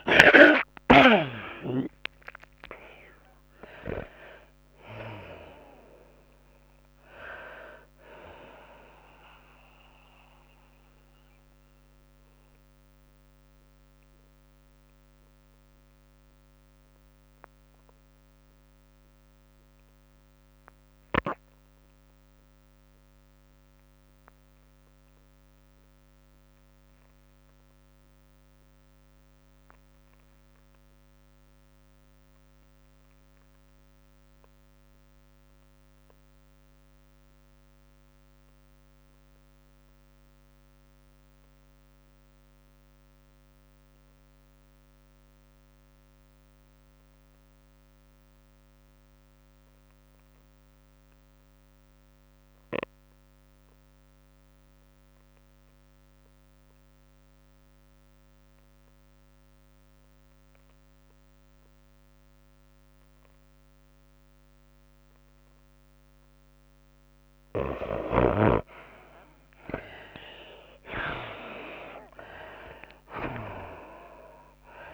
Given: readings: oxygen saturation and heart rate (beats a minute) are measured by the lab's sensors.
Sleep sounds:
breathing in sleep by a microphone on the trachea; 1
0.00-1.00 s: snoring (device-marked)
0.00-3.00 s: arousal
0.00-14.50 s: oxygen desaturation (device-marked, oxygen 68% lowest, heart rate 102 extreme)
0.00-40.50 s: tachycardia (device-marked, heart rate 118 extreme)
2.50-16.50 s: drop in pulse transit time (device-marked, heart rate 109 before, 112 extreme)
11.50-66.00 s: mixed apnea (oxygen 96% before, 50% lowest, heart rate 111 before, 63 extreme, up 35 after)
28.50-74.94 s: oxygen desaturation (device-marked, oxygen 97% before, 50% lowest, heart rate 111 before, 61 extreme)
35.50-49.50 s: drop in pulse transit time (device-marked, heart rate 108 before, 87 extreme)
49.50-51.50 s: long interval between heartbeats (device-marked, heart rate 100 before, 83 extreme)
69.50-73.50 s: arousal
69.50-74.94 s: drop in pulse transit time (device-marked, heart rate 75 before, 80 extreme)
71.50-74.94 s: tachycardia (device-marked, heart rate 105 before, 118 extreme)
From the record:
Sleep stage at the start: N2 (light sleep); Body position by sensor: on the back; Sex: female

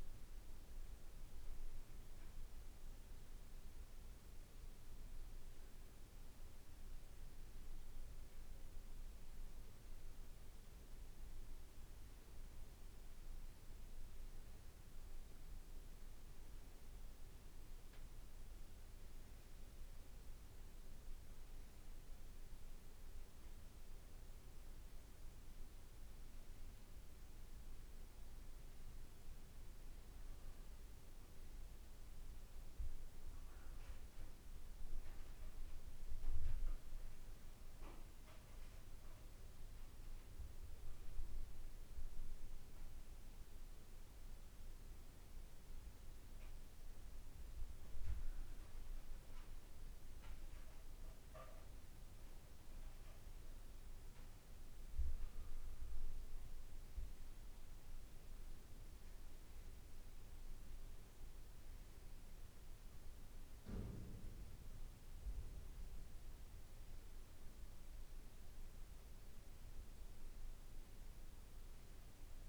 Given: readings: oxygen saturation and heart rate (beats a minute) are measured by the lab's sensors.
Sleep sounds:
breathing in sleep, hard to hear, by a room microphone; none
27.00-72.49 s: new sleep stage, N2 (light sleep)
From the record:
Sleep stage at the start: N1 (lightest sleep); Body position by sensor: on the back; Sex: male

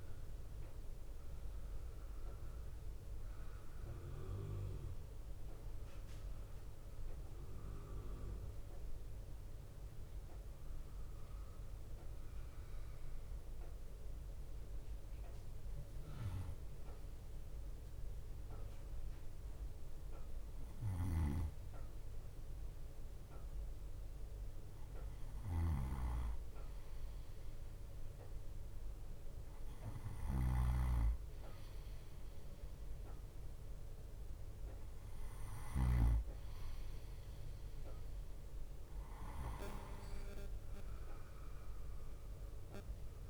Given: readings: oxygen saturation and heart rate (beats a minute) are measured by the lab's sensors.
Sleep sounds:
breathing in sleep by a room microphone; 1
7.00-21.50 s: hypopnea (oxygen 94% before, 91% lowest)
21.00-36.00 s: snoring (device-marked)
From the record:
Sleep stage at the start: N2 (light sleep); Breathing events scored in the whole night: 130 in 4.3 hours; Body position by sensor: on the right side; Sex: male

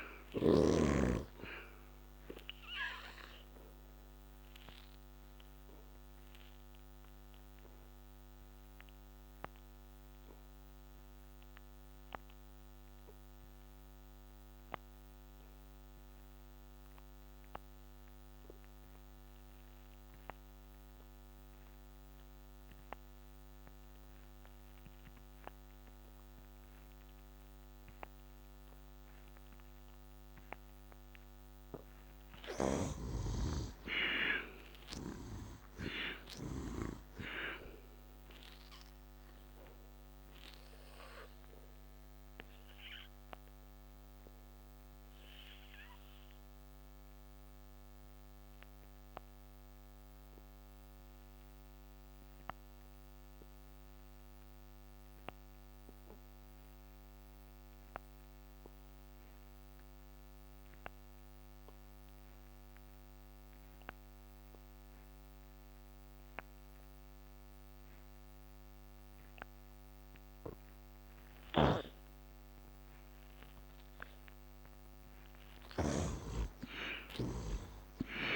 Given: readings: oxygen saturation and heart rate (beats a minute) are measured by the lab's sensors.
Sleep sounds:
breathing in sleep by a microphone on the trachea; 2
2.00-11.00 s: oxygen desaturation (device-marked, oxygen 71% before, 63% lowest, heart rate 76 before, 68 extreme)
3.00-30.50 s: obstructive apnea (oxygen 76% before, 59% lowest, heart rate 77 before, 67 extreme, up 12 after)
30.00-55.00 s: oxygen desaturation (device-marked, oxygen 89% before, 60% lowest, heart rate 71 before, 65 extreme)
32.00-35.50 s: arousal
38.50-73.00 s: obstructive apnea (oxygen 89% before, 59% lowest, heart rate 72 before, 65 extreme, up 21 after)
67.00-78.36 s: oxygen desaturation (device-marked, oxygen 90% before, 59% lowest, heart rate 67 before, 69 extreme)
71.00-78.36 s: snoring (device-marked)
76.00-78.36 s: arousal
From the record:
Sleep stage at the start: N2 (light sleep); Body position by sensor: on the back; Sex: male

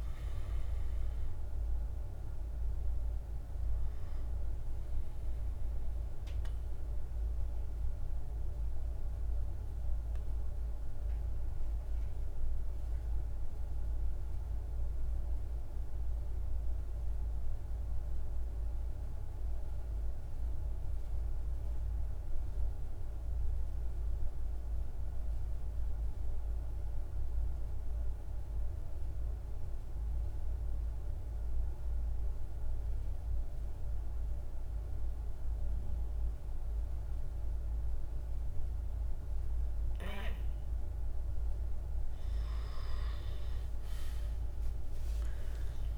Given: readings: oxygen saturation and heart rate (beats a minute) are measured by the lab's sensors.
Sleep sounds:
breathing in sleep, hard to hear, by a room microphone; 1
0.00-14.50 s: oxygen desaturation (device-marked, oxygen 87% lowest, heart rate 47 extreme)
4.50-41.00 s: mixed apnea (oxygen 97% before, 87% lowest, heart rate 54 before, 47 extreme, up 8 after)
34.50-45.98 s: oxygen desaturation (device-marked, oxygen 98% before, 87% lowest, heart rate 48 before, 48 extreme)
42.00-45.98 s: arousal
From the record:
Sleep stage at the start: N2 (light sleep); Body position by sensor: on the back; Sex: male

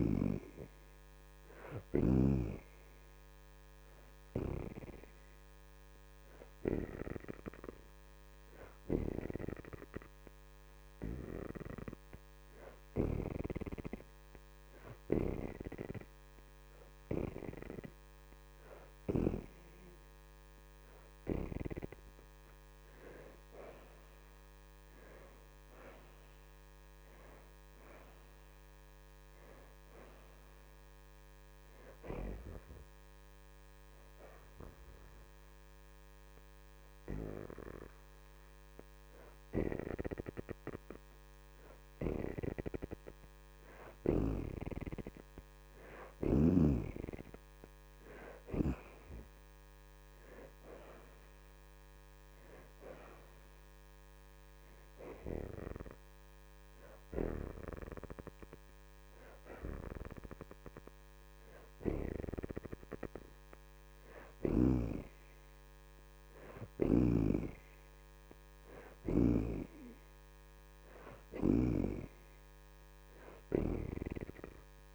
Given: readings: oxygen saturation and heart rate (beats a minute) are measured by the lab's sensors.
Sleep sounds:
breathing in sleep by a microphone on the trachea; 2
0.00-9.00 s: oxygen desaturation (device-marked, oxygen 70% lowest)
2.00-19.00 s: hypopnea (oxygen 85% before, 63% lowest)
23.00-26.50 s: arousal
31.00-53.00 s: oxygen desaturation (device-marked, oxygen 71% before, 63% lowest)
33.00-44.50 s: hypopnea (oxygen 72% before, 63% lowest)
51.50-56.00 s: arousal
61.00-74.95 s: oxygen desaturation (device-marked, oxygen 76% before, 64% lowest)
From the record:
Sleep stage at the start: N2 (light sleep); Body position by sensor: on the back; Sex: female

